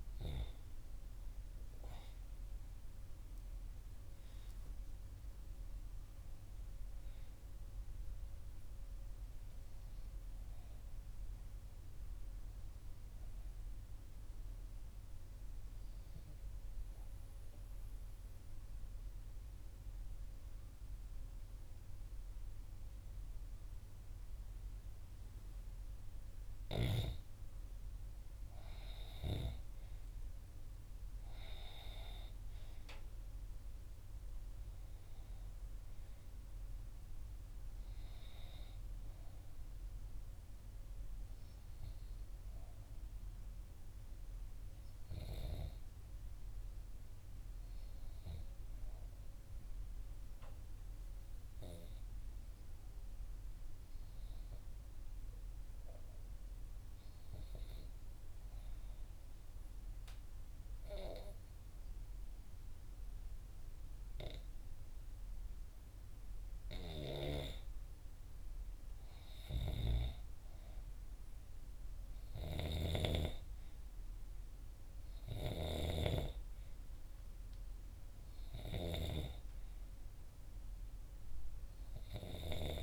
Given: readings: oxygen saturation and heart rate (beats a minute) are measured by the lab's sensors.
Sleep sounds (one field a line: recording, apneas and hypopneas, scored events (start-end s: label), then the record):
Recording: breathing in sleep by a room microphone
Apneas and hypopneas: 2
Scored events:
0.00-24.50 s: oxygen desaturation (device-marked, oxygen 90% lowest, heart rate 59 extreme)
12.50-26.00 s: obstructive apnea (oxygen 93% before, 88% lowest, heart rate 63 before, 59 extreme, up 4 after)
29.00-33.00 s: arousal
34.50-59.50 s: oxygen desaturation (device-marked, oxygen 96% before, 88% lowest, heart rate 60 before, 59 extreme)
51.00-68.00 s: obstructive apnea (oxygen 96% before, 89% lowest, heart rate 61 before, 60 extreme, up 1 after)
70.00-73.00 s: arousal
72.50-82.83 s: oxygen desaturation (device-marked, oxygen 96% before, 89% lowest, heart rate 60 before, 60 extreme)
From the record:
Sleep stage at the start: N2 (light sleep)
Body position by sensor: on the right side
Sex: female